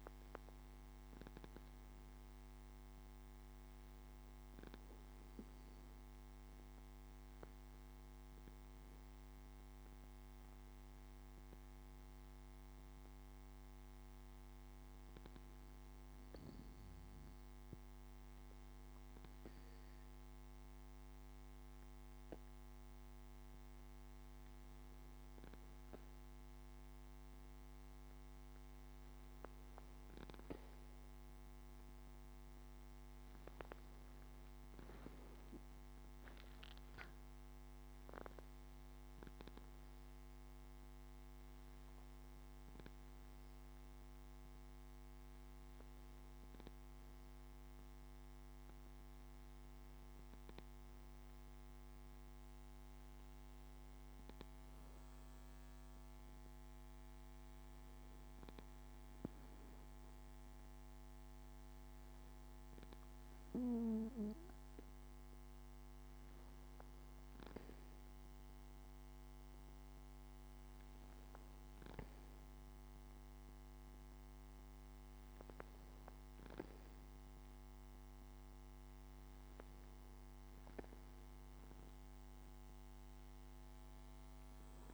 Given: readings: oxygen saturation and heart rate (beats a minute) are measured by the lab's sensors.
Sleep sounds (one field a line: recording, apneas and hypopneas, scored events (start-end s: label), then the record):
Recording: breathing in sleep, hard to hear, by a microphone on the trachea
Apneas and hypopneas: 1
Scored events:
13.50-28.50 s: hypopnea (oxygen 96% before, 93% lowest, heart rate 71 before, 67 extreme, up 2 after)
31.50-36.00 s: arousal
77.00-81.50 s: arousal
From the record:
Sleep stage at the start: N2 (light sleep)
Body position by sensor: on the back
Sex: male